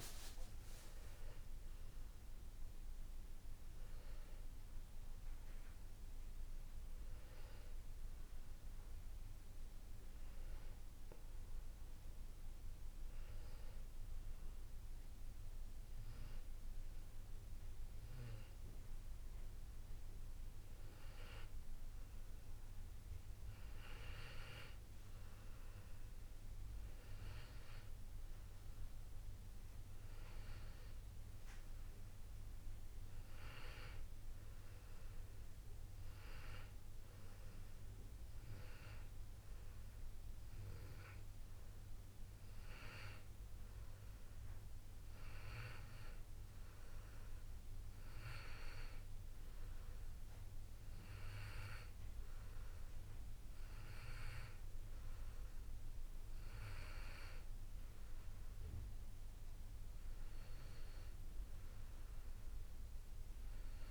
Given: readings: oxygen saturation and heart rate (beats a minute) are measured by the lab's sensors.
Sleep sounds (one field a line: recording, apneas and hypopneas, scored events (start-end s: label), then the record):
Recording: breathing in sleep by a room microphone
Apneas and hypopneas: none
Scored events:
23.50-37.50 s: oxygen desaturation (device-marked, oxygen 97% before, 94% lowest, heart rate 87 before, 81 extreme)
From the record:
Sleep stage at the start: N2 (light sleep)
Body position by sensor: on the back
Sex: male